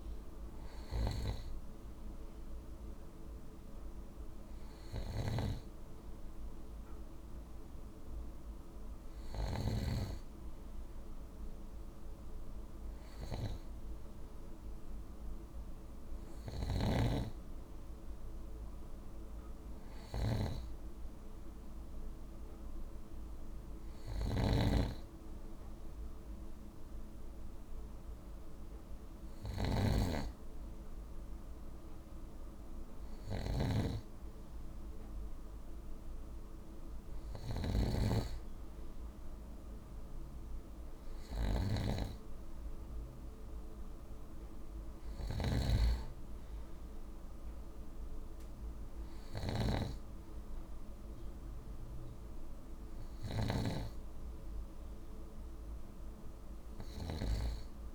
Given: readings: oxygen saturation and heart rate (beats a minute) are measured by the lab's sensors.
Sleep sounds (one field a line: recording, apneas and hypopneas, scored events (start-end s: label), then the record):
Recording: breathing in sleep by a room microphone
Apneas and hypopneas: none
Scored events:
0.00-9.50 s: snoring (device-marked)
16.00-57.95 s: snoring (device-marked)
From the record:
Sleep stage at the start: N2 (light sleep)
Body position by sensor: on the right side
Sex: male